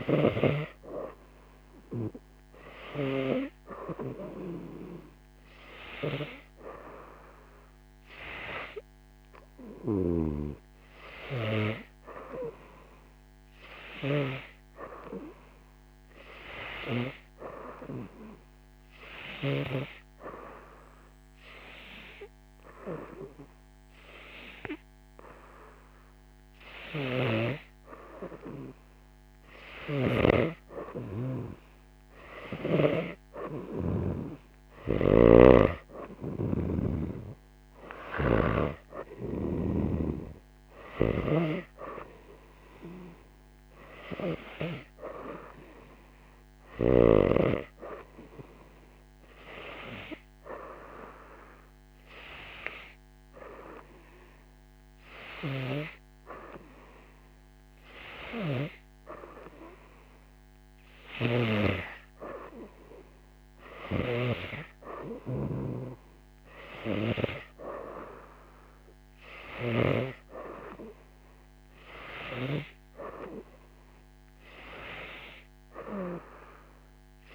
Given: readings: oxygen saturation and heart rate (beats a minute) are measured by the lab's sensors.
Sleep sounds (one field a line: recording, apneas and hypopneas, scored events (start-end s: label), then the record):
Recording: breathing in sleep by a microphone on the trachea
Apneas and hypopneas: 1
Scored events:
10.00-14.50 s: snoring (device-marked)
19.50-30.00 s: hypopnea (oxygen 95% before, 90% lowest, heart rate 90 before, 88 extreme, up 2 after)
27.00-30.50 s: snoring (device-marked)
32.00-35.50 s: arousal
35.00-47.00 s: snoring (device-marked)
35.50-54.50 s: oxygen desaturation (device-marked, oxygen 94% before, 90% lowest, heart rate 89 before, 90 extreme)
61.00-70.00 s: snoring (device-marked)
From the record:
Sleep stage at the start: N2 (light sleep)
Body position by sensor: on the right side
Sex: female